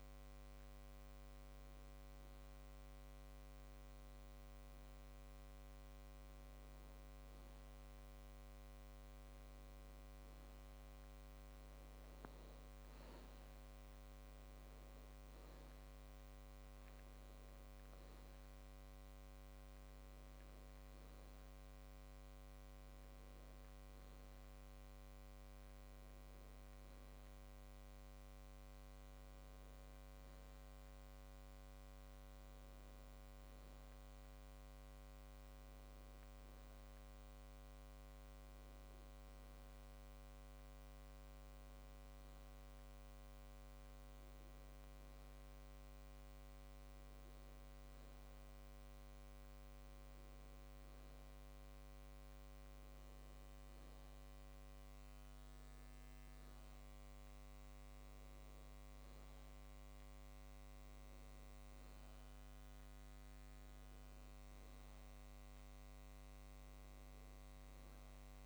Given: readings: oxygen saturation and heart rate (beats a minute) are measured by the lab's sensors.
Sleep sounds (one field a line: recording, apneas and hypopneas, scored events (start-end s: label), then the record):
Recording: a person awake in a sleep study, hard to hear, by a microphone on the trachea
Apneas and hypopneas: none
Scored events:
none scored
From the record:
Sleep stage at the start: awake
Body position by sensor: on the back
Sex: male